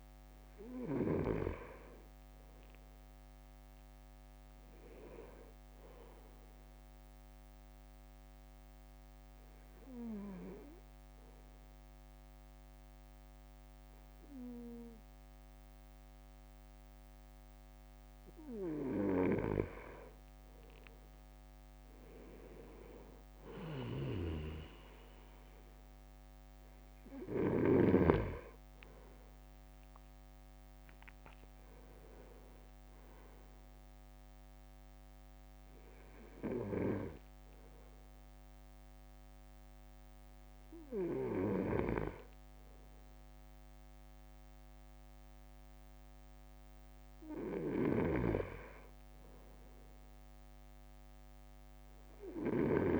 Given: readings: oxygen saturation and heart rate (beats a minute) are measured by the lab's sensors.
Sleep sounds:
breathing in sleep by a microphone on the trachea; 2
1.00-4.00 s: arousal
7.00-19.50 s: obstructive apnea (oxygen 99% before, 96% lowest, heart rate 53 before, 48 extreme, up 5 after)
20.50-21.50 s: leg movement (device-marked)
24.00-28.00 s: snoring (device-marked)
30.00-33.50 s: arousal
36.00-47.50 s: hypopnea (oxygen 98% before, 96% lowest, heart rate 54 before, 50 extreme, up 6 after)
48.00-53.00 s: snoring (device-marked)
50.50-53.00 s: arousal
From the record:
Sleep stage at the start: N2 (light sleep); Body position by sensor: on the right side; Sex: male

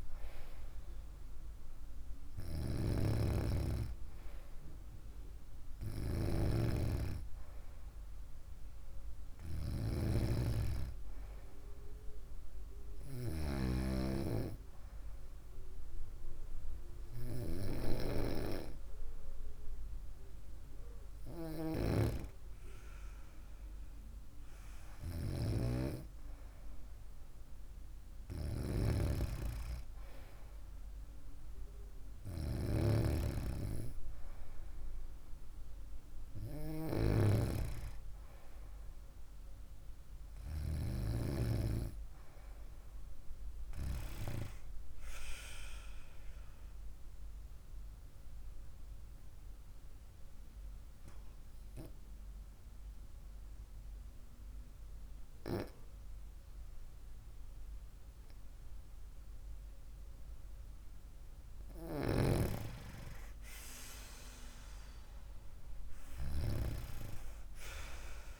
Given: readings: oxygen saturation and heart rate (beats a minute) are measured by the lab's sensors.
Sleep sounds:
breathing in sleep by a room microphone; 1
46.50-61.00 s: obstructive apnea (oxygen 96% before, 95% lowest, heart rate 63 before, 53 extreme, up 4 after)
64.00-67.50 s: arousal
From the record:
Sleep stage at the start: N2 (light sleep); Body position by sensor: on the right side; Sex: female

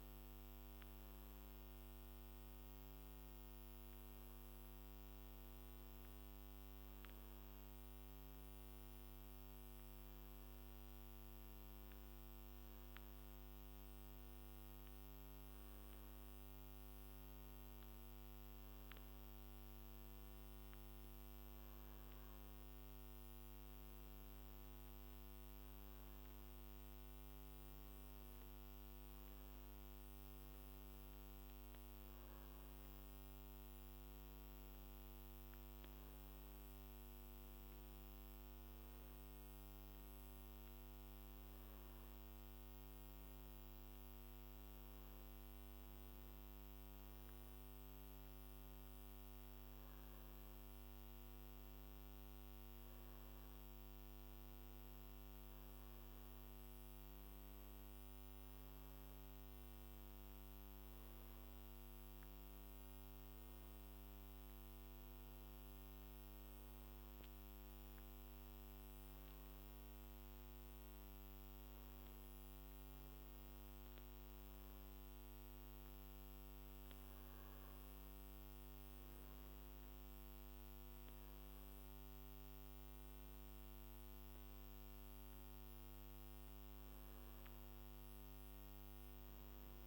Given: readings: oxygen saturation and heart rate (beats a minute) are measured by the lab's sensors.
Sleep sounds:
a person awake in a sleep study, hard to hear, by a microphone on the trachea; none
none scored
From the record:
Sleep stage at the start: awake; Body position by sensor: on the back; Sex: male

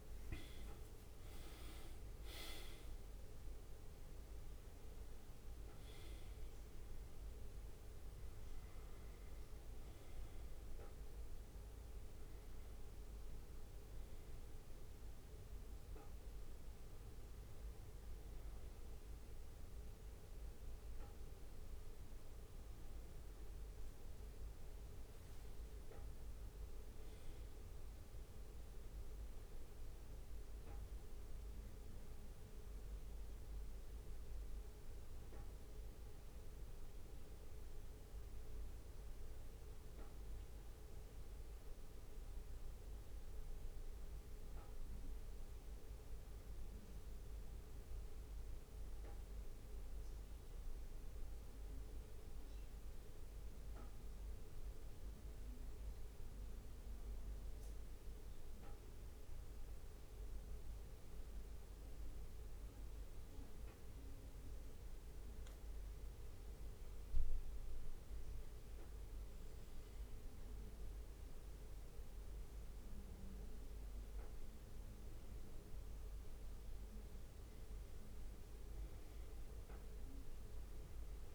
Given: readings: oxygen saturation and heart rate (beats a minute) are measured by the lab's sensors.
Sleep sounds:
breathing in sleep, hard to hear, by a room microphone; 1
3.00-8.00 s: arousal
7.00-27.00 s: bradycardia (device-marked, heart rate 59 before, 58 extreme)
32.00-60.00 s: bradycardia (device-marked, heart rate 59 before, 56 extreme)
40.00-43.50 s: arousal
48.00-71.00 s: obstructive apnea (oxygen 99% before, 96% lowest, heart rate 59 before, 58 extreme, up 1 after)
74.00-78.00 s: arousal
From the record:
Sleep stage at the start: N2 (light sleep); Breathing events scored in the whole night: 215 in 4.7 hours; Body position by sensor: on the back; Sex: male

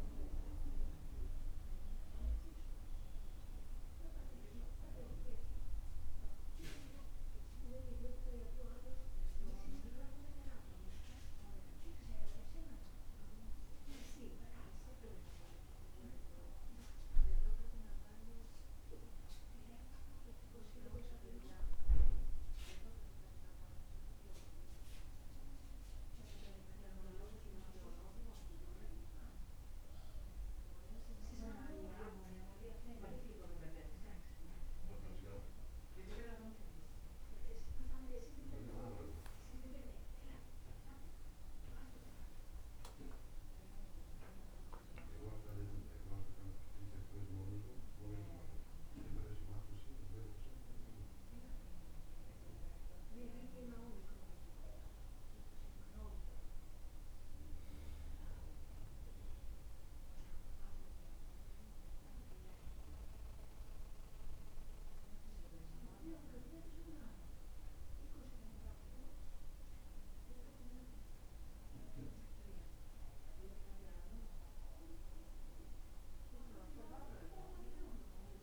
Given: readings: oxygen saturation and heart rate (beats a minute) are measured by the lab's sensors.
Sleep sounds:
breathing in sleep by a room microphone; none
none scored
From the record:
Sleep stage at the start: N2 (light sleep); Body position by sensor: on the back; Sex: male

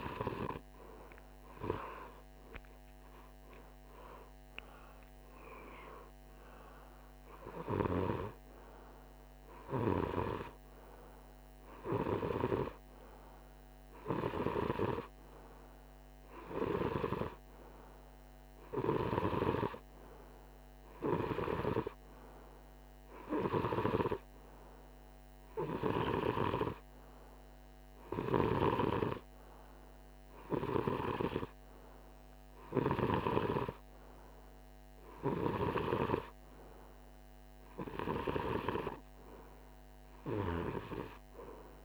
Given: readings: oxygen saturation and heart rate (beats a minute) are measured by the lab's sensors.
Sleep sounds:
breathing in sleep by a microphone on the trachea; none
27.50-32.50 s: snoring (device-marked)
From the record:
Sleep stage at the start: N2 (light sleep); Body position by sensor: on the right side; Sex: male

